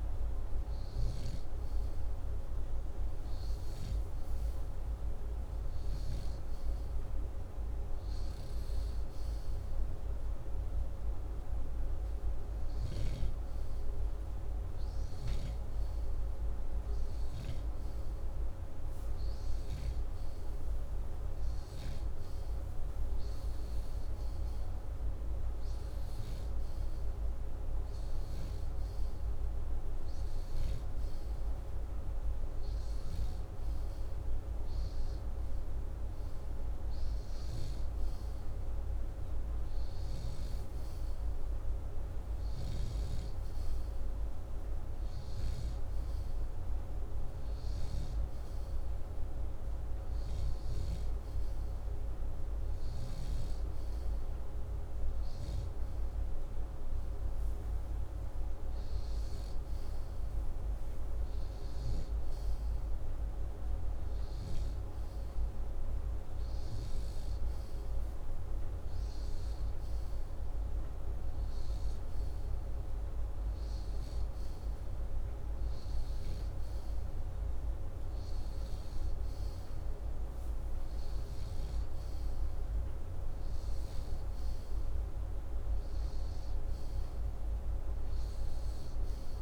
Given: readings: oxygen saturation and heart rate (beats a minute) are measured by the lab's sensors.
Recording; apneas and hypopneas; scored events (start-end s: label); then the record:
breathing in sleep, hard to hear, by a room microphone; none
0.00-2.00 s: snoring (device-marked)
From the record:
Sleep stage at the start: N2 (light sleep); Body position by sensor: upright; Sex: male